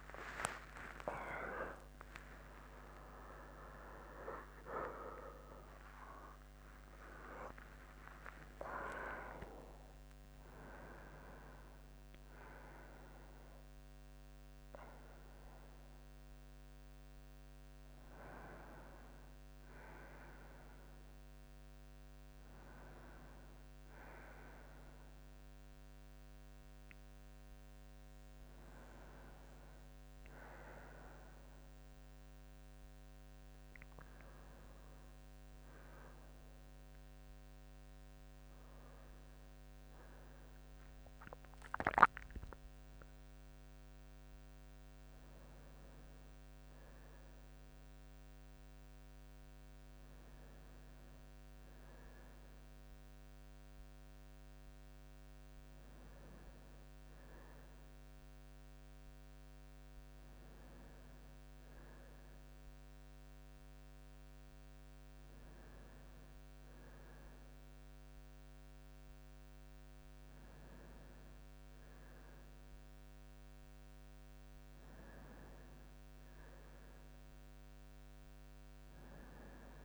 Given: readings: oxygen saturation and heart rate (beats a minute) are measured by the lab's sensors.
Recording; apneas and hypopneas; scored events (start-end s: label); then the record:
a person awake in a sleep study, by a microphone on the trachea; none
58.50-79.84 s: new sleep stage, N1 (lightest sleep)
From the record:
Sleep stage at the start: awake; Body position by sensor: on the right side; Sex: male